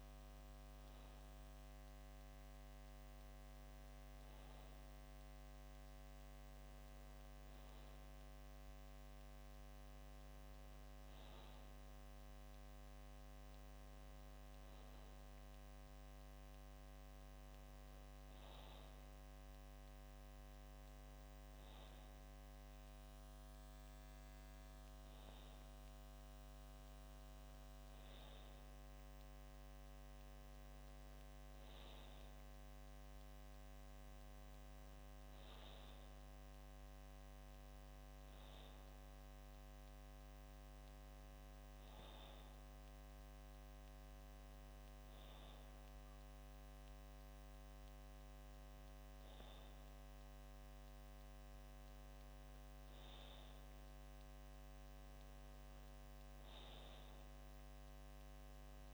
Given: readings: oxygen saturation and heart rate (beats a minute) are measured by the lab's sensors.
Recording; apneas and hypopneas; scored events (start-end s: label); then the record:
breathing in sleep, hard to hear, by a microphone on the trachea; none
none scored
From the record:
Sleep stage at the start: N2 (light sleep); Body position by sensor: on the back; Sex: male